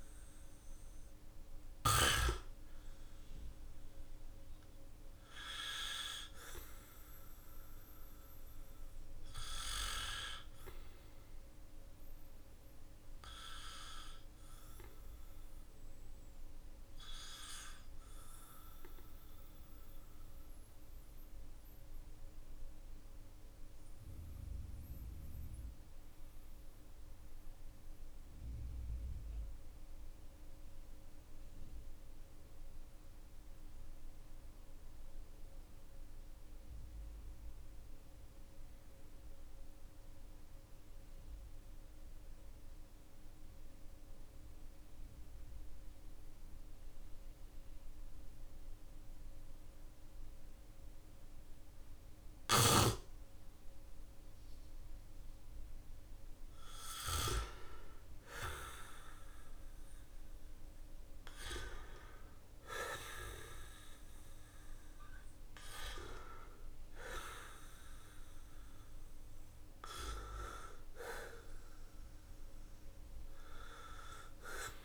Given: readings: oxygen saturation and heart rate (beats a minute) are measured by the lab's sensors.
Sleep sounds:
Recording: breathing in sleep by a room microphone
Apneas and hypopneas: 1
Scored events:
0.00-25.00 s: oxygen desaturation (device-marked, oxygen 93% lowest, heart rate 47 extreme)
21.00-52.50 s: obstructive apnea (oxygen 97% before, 92% lowest, heart rate 49 before, 49 extreme, up 4 after)
54.00-74.85 s: oxygen desaturation (device-marked, oxygen 99% before, 93% lowest, heart rate 53 before, 45 extreme)
60.00-65.50 s: arousal
From the record:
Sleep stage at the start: N2 (light sleep)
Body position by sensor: on the back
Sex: male

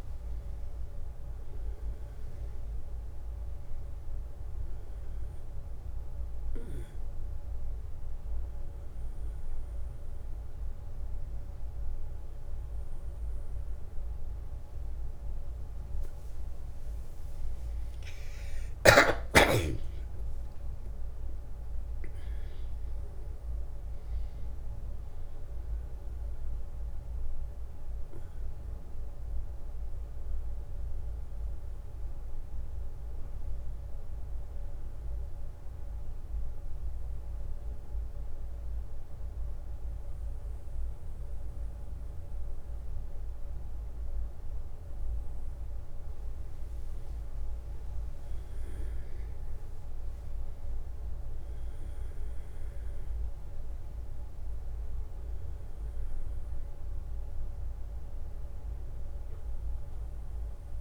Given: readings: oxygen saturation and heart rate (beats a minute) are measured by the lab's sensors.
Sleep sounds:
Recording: breathing in sleep, hard to hear, by a room microphone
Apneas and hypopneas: 2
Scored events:
5.00-15.50 s: hypopnea (oxygen 97% before, 94% lowest, heart rate 69 before, 65 extreme, up 8 after)
17.50-20.50 s: arousal
34.00-45.00 s: obstructive apnea (oxygen 96% before, 93% lowest, heart rate 71 before, 64 extreme, up 8 after)
47.50-51.00 s: arousal
From the record:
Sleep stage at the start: N1 (lightest sleep)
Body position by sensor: on the back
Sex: male

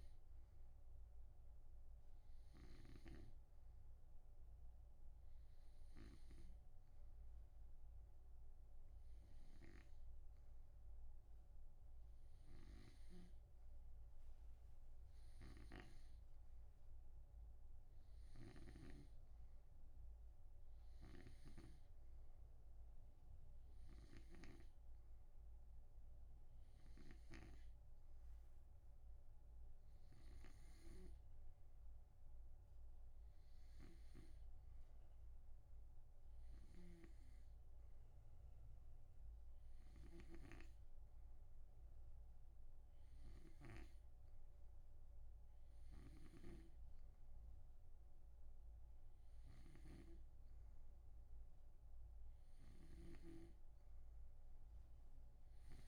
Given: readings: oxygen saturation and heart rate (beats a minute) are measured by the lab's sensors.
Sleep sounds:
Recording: breathing in sleep by a room microphone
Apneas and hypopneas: none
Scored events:
0.00-3.50 s: snoring (device-marked)
13.50-31.00 s: snoring (device-marked)
37.00-55.88 s: snoring (device-marked)
From the record:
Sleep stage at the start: N2 (light sleep)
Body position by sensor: on the right side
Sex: male

